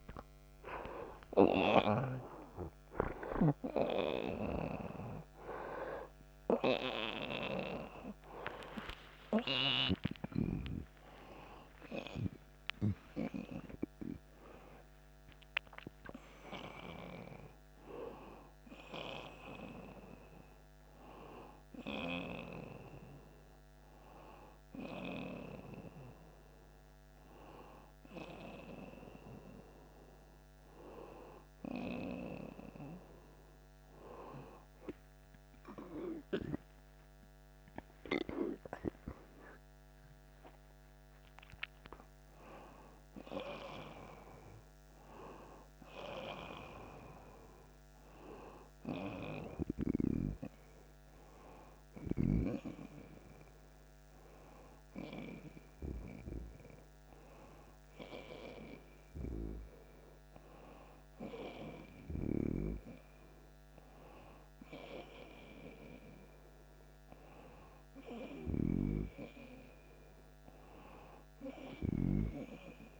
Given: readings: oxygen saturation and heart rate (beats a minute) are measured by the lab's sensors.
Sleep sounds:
a person awake in a sleep study, by a microphone on the trachea; none
0.00-24.00 s: oxygen desaturation (device-marked, oxygen 81% lowest)
58.00-73.00 s: new sleep stage, N1 (lightest sleep)
68.50-72.50 s: snoring (device-marked)
From the record:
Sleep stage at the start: awake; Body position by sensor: on the right side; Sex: male

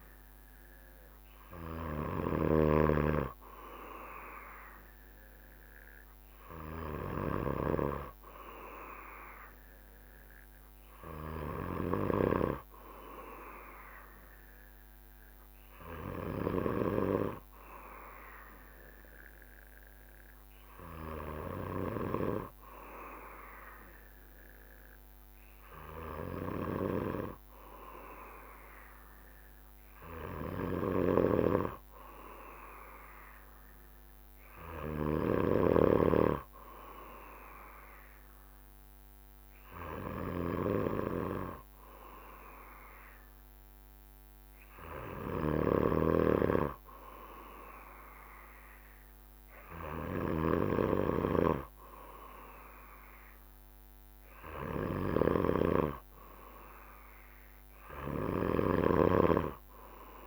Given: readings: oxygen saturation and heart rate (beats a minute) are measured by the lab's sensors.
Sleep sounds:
breathing in sleep by a microphone on the trachea; 1
17.00-31.00 s: hypopnea (oxygen 96% before, 96% lowest, heart rate 66 before, 64 extreme, up 1 after)
32.50-35.50 s: arousal
From the record:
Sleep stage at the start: N2 (light sleep); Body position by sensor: on the back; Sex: male

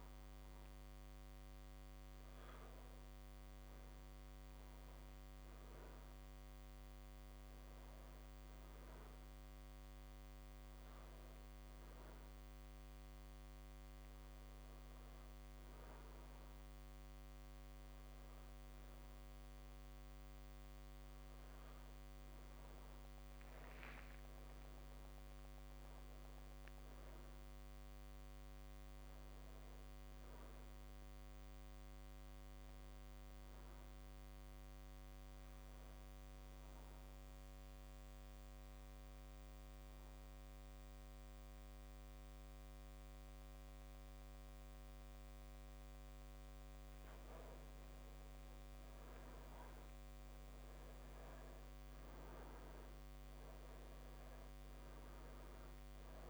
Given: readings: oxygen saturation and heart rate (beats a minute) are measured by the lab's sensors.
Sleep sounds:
breathing in sleep, hard to hear, by a microphone on the trachea; 1
23.50-27.00 s: arousal
37.00-47.50 s: central apnea (oxygen 98% before, 93% lowest)
49.50-53.00 s: arousal
From the record:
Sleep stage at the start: N2 (light sleep); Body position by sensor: on the back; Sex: male

